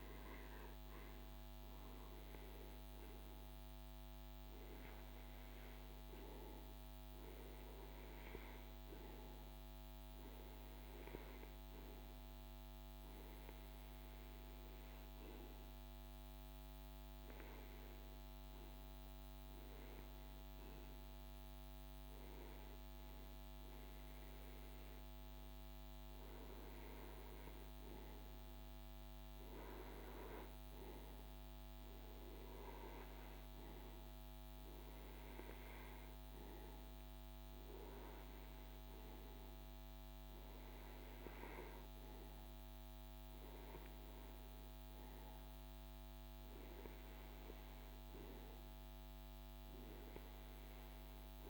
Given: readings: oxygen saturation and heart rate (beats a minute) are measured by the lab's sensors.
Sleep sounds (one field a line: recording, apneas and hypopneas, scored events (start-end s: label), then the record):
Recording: breathing in sleep, hard to hear, by a microphone on the trachea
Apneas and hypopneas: none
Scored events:
none scored
From the record:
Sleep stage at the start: REM sleep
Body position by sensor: on the right side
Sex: male